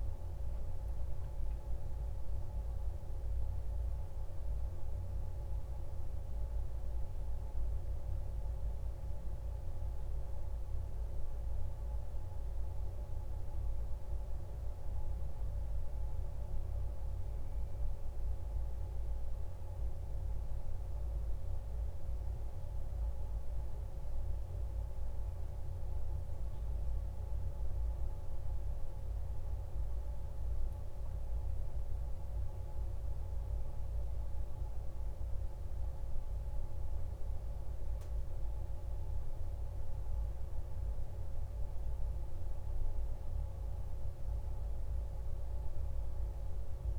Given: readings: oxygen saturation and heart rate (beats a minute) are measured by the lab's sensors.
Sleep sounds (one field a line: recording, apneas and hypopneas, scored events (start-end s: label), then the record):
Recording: a person awake in a sleep study, hard to hear, by a room microphone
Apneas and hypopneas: none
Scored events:
none scored
From the record:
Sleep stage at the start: awake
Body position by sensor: on the back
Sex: male